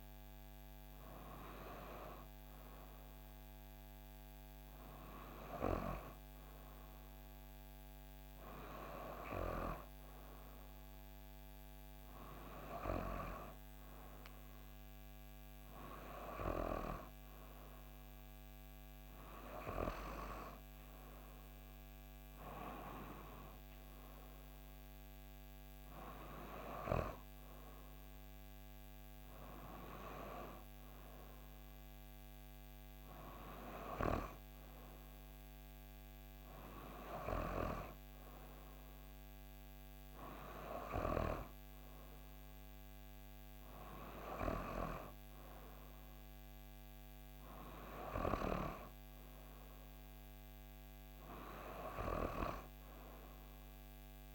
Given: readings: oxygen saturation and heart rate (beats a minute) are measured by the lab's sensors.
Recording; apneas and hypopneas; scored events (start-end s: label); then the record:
breathing in sleep by a microphone on the trachea; none
none scored
From the record:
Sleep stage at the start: N2 (light sleep); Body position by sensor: on the back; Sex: female